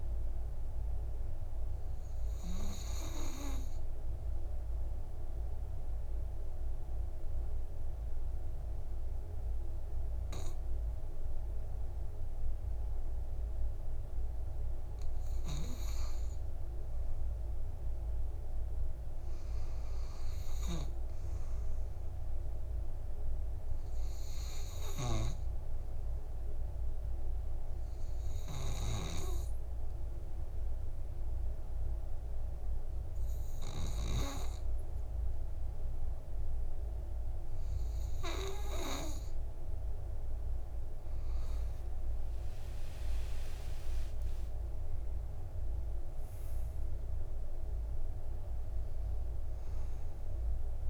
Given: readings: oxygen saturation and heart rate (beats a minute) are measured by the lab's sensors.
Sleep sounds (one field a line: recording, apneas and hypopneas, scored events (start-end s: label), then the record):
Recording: breathing in sleep by a room microphone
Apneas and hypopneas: 2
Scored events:
2.50-18.50 s: oxygen desaturation (device-marked, oxygen 100% before, 95% lowest, heart rate 59 before, 49 extreme)
4.00-16.50 s: mixed apnea (oxygen 100% before, 94% lowest, heart rate 58 before, 49 extreme, up 5 after)
19.50-23.50 s: arousal
27.50-40.00 s: obstructive apnea (oxygen 100% before, 93% lowest, heart rate 51 before, 52 extreme, up 14 after)
43.00-47.50 s: arousal
From the record:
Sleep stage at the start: N2 (light sleep)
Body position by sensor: on the back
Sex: male